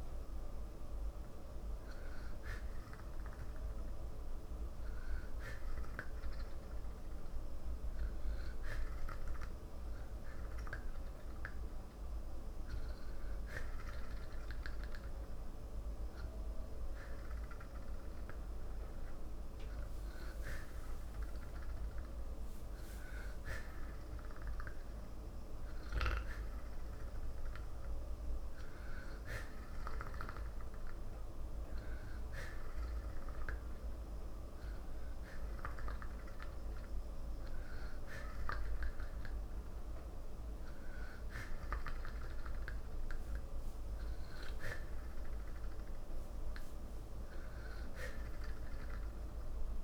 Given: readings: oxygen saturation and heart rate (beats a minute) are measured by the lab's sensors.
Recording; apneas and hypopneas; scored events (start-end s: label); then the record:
breathing in sleep by a room microphone; none
none scored
From the record:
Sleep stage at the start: N3 (deep sleep); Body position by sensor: on the back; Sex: male